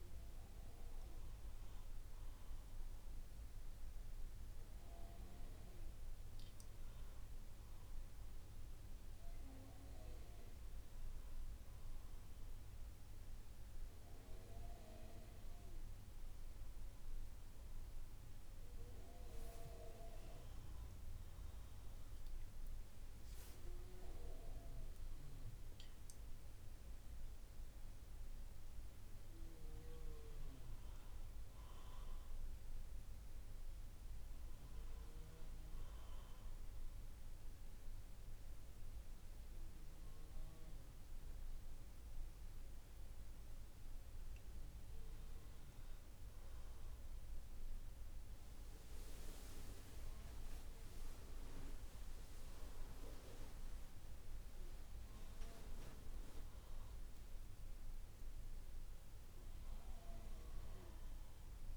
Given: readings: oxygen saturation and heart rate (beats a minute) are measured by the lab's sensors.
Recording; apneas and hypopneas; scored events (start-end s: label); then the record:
breathing in sleep by a room microphone; none
5.00-33.00 s: oxygen desaturation (device-marked, oxygen 97% before, 91% lowest, heart rate 61 before, 62 extreme)
35.00-45.00 s: oxygen desaturation (device-marked, oxygen 92% before, 89% lowest, heart rate 63 before, 62 extreme)
From the record:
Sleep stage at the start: N2 (light sleep); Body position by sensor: on the right side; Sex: female